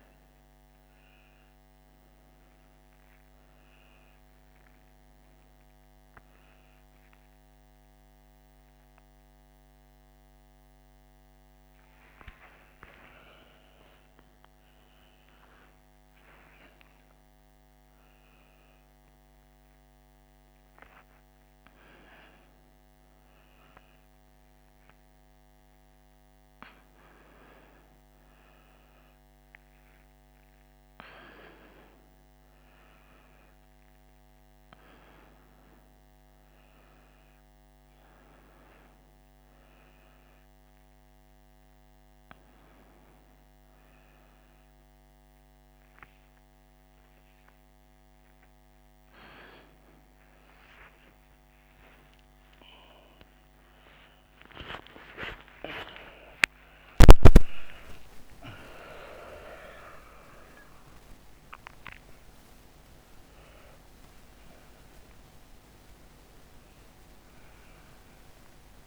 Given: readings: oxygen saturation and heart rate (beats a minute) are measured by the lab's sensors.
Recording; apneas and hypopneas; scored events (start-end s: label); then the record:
a person awake in a sleep study, by a microphone on the trachea; none
none scored
From the record:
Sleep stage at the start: awake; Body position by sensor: on the right side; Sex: female